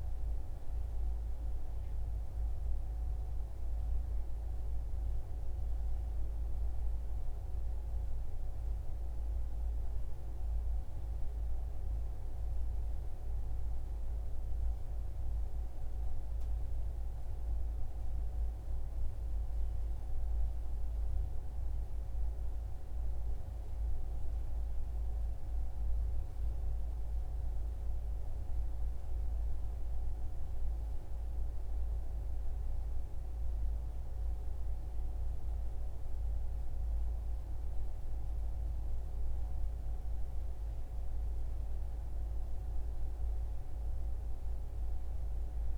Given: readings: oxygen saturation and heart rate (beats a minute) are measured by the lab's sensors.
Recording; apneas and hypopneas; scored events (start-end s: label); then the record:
breathing in sleep, hard to hear, by a room microphone; none
none scored
From the record:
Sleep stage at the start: N2 (light sleep); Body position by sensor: on the right side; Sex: male